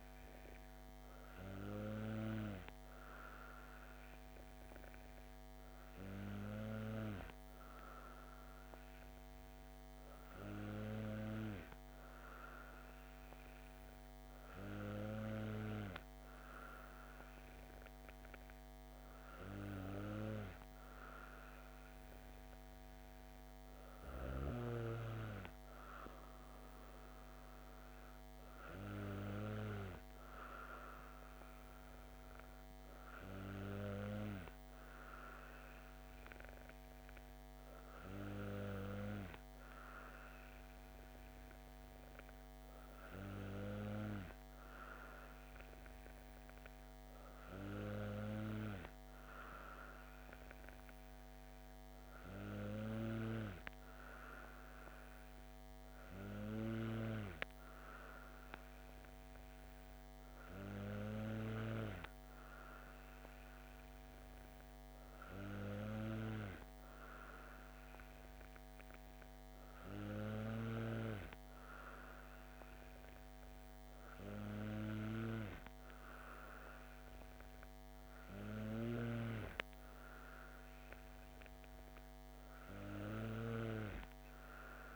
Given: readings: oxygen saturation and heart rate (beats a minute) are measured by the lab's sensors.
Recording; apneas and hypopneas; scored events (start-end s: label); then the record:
breathing in sleep by a microphone on the trachea; none
78.50-83.50 s: snoring (device-marked)
From the record:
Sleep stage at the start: N2 (light sleep); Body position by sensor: on the back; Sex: female